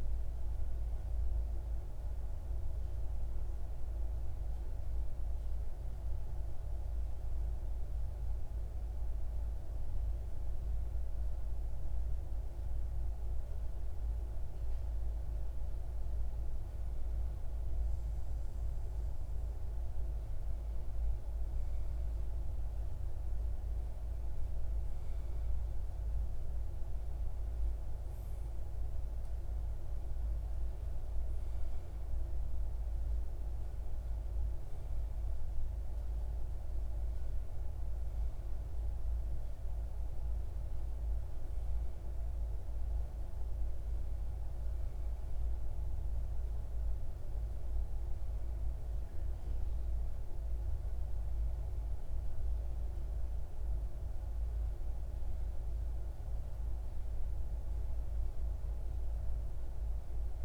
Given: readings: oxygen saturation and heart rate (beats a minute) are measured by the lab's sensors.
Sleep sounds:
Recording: breathing in sleep, hard to hear, by a room microphone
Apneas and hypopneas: none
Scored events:
none scored
From the record:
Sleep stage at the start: REM sleep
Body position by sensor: on the left side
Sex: male

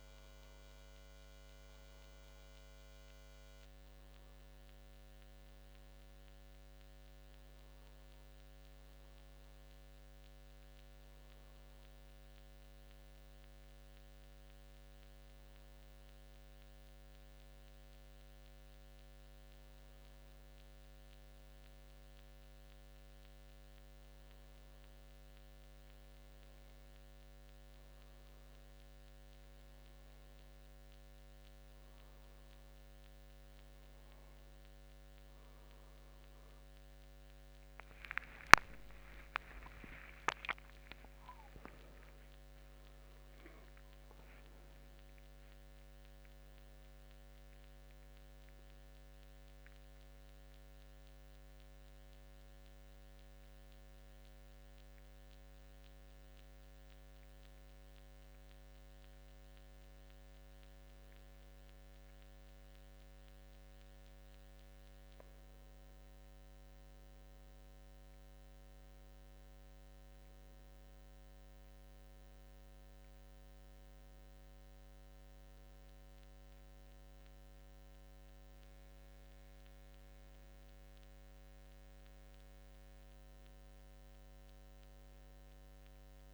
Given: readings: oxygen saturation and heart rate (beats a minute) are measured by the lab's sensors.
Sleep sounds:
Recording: breathing in sleep, hard to hear, by a microphone on the trachea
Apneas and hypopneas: none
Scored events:
10.00-70.00 s: new sleep stage, N1 (lightest sleep)
38.00-42.00 s: arousal
39.50-41.50 s: long interval between heartbeats (device-marked, heart rate 85 before, 101 extreme)
70.00-86.34 s: new sleep stage, N2 (light sleep)
From the record:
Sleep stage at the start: N2 (light sleep)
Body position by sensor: on the back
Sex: male

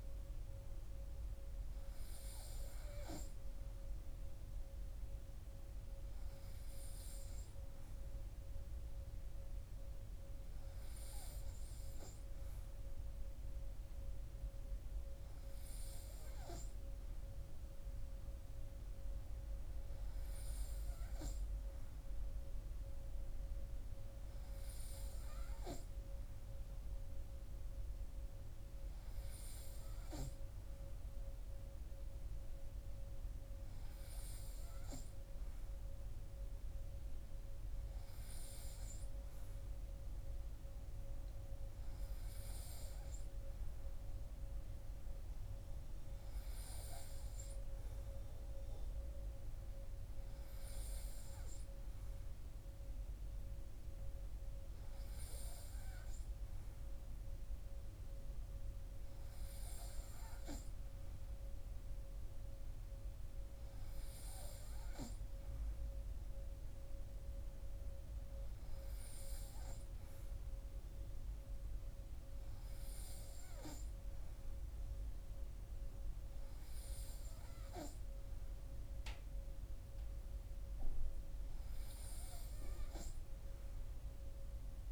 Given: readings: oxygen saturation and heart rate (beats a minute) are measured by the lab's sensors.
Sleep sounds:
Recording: breathing in sleep, hard to hear, by a room microphone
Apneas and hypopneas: none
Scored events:
none scored
From the record:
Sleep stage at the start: N3 (deep sleep)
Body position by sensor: on the right side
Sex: male

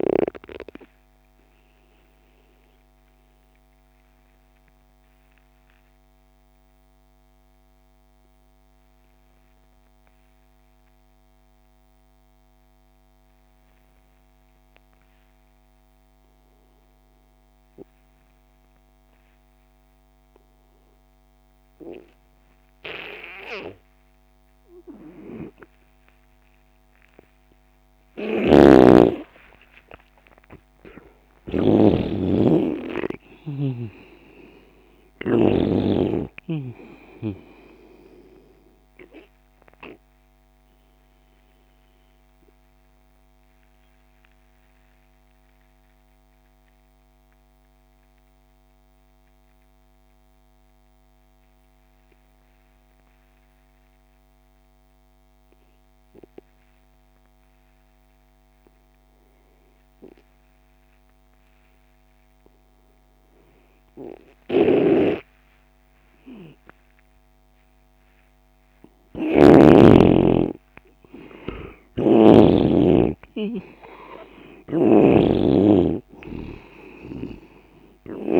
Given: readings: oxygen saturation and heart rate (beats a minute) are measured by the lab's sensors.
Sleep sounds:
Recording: breathing in sleep by a microphone on the trachea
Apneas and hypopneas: 2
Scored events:
0.00-18.50 s: oxygen desaturation (device-marked, oxygen 87% lowest)
1.50-26.00 s: obstructive apnea (oxygen 97% before, 85% lowest)
28.00-31.50 s: arousal
28.00-35.50 s: snoring (device-marked)
31.50-59.50 s: oxygen desaturation (device-marked, oxygen 97% before, 85% lowest)
42.00-67.00 s: mixed apnea (oxygen 97% before, 85% lowest)
64.50-72.50 s: snoring (device-marked)
69.50-72.50 s: arousal
74.50-78.40 s: snoring (device-marked)
From the record:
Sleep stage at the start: N2 (light sleep)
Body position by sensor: on the left side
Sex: male

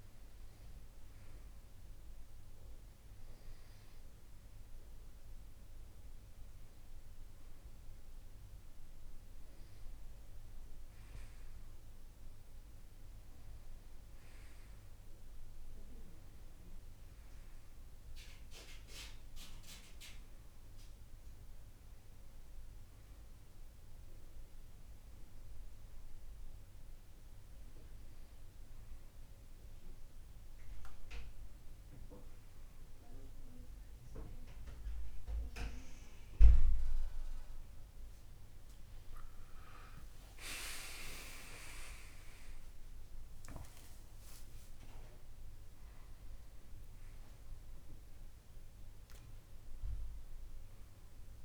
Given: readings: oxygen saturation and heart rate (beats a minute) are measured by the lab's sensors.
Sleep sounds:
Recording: breathing in sleep by a room microphone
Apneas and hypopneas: none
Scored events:
42.00-46.00 s: arousal
From the record:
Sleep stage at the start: N2 (light sleep)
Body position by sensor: on the right side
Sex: male

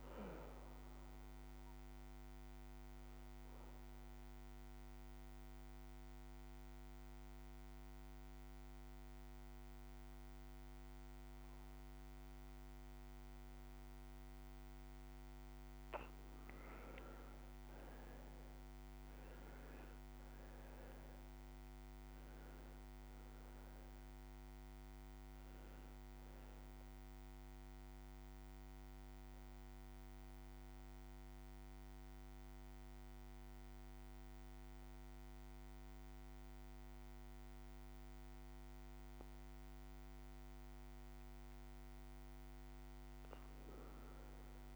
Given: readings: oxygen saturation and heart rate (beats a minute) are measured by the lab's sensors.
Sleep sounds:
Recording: breathing in sleep, hard to hear, by a microphone on the trachea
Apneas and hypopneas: 2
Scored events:
1.50-12.50 s: oxygen desaturation (device-marked, oxygen 97% before, 92% lowest)
2.50-13.50 s: obstructive apnea (oxygen 99% before, 92% lowest)
18.00-22.50 s: arousal
20.50-43.50 s: oxygen desaturation (device-marked, oxygen 97% before, 92% lowest)
27.50-40.50 s: obstructive apnea (oxygen 97% before, 90% lowest)
From the record:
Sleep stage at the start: N2 (light sleep)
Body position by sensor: on the right side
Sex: male

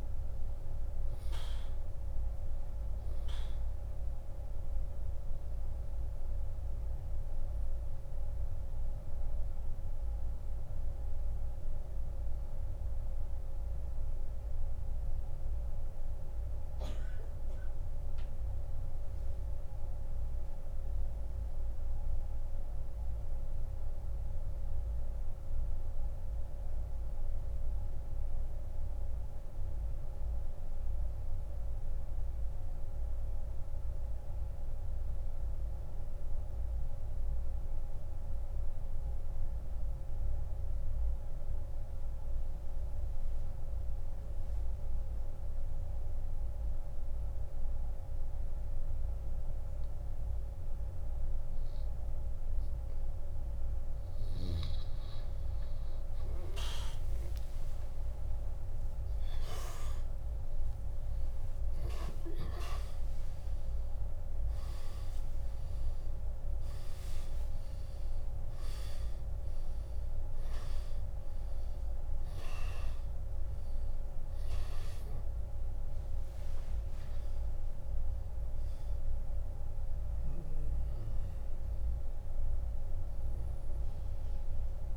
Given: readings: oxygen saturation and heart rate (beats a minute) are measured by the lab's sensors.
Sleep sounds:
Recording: breathing in sleep, hard to hear, by a room microphone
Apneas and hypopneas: 1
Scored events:
10.50-53.00 s: mixed apnea (oxygen 97% before, 88% lowest)
24.50-27.50 s: oxygen desaturation (device-marked, oxygen 94% before, 92% lowest)
29.50-39.50 s: oxygen desaturation (device-marked, oxygen 94% before, 88% lowest)
57.00-63.00 s: arousal
77.50-84.97 s: oxygen desaturation (device-marked, oxygen 96% before, 88% lowest, heart rate 49 before, 30 extreme)
From the record:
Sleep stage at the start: N2 (light sleep)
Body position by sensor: on the back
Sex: male

